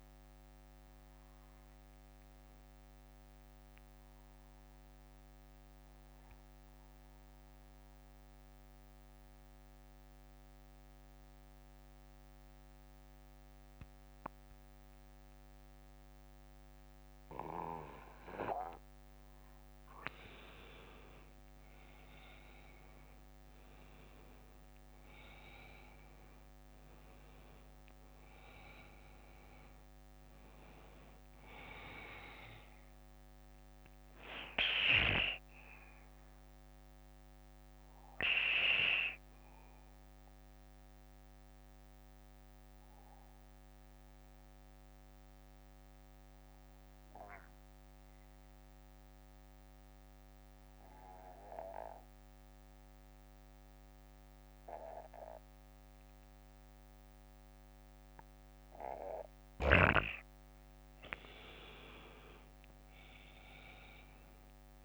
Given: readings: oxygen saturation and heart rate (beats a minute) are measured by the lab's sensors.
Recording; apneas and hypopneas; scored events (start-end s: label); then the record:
breathing in sleep by a microphone on the trachea; 2
0.00-18.50 s: bradycardia (device-marked, heart rate 45 extreme)
0.50-20.00 s: mixed apnea (oxygen 97% before, 90% lowest, heart rate 64 before, 49 extreme, up 14 after)
1.50-13.50 s: oxygen desaturation (device-marked, oxygen 95% before, 92% lowest, heart rate 64 before, 52 extreme)
21.00-25.00 s: arousal
27.50-55.50 s: oxygen desaturation (device-marked, oxygen 97% before, 90% lowest, heart rate 59 before, 49 extreme)
34.00-59.50 s: obstructive apnea (oxygen 97% before, 90% lowest, heart rate 62 before, 49 extreme, up 20 after)
34.50-37.50 s: bradycardia (device-marked, heart rate 60 before, 62 extreme)
39.50-61.50 s: bradycardia (device-marked, heart rate 60 before, 49 extreme)
62.00-64.85 s: arousal
From the record:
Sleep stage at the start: N2 (light sleep); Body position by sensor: on the back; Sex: male